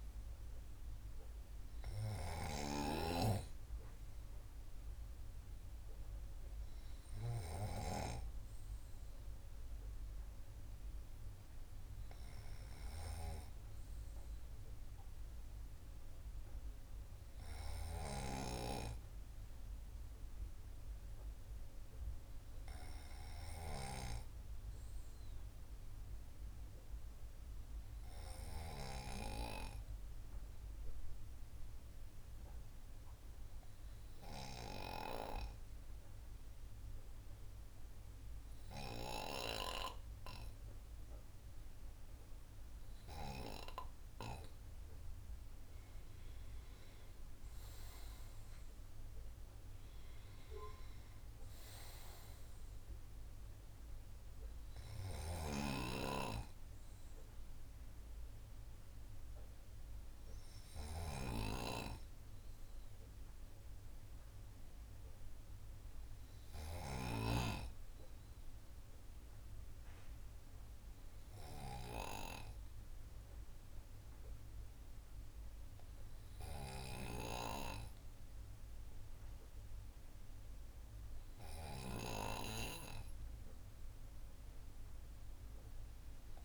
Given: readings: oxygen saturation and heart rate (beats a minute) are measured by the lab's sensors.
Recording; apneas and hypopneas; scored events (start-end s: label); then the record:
breathing in sleep by a room microphone; 1
31.00-44.00 s: hypopnea (oxygen 98% before, 95% lowest, heart rate 103 before, 87 extreme, up 10 after)
46.00-49.00 s: arousal
55.50-67.50 s: snoring (device-marked)
From the record:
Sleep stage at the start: N2 (light sleep); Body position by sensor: on the right side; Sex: male